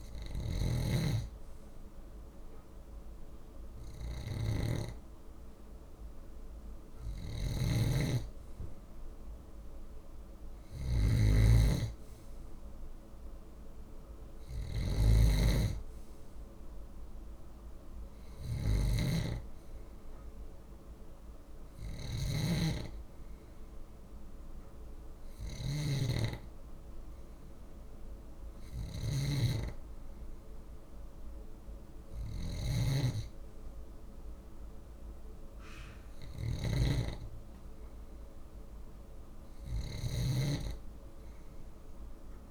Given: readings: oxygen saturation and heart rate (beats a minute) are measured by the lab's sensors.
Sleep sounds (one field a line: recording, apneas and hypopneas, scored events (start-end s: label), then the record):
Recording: breathing in sleep by a room microphone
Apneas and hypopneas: none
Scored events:
0.00-42.50 s: snoring (device-marked)
From the record:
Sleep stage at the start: N2 (light sleep)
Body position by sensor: on the left side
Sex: male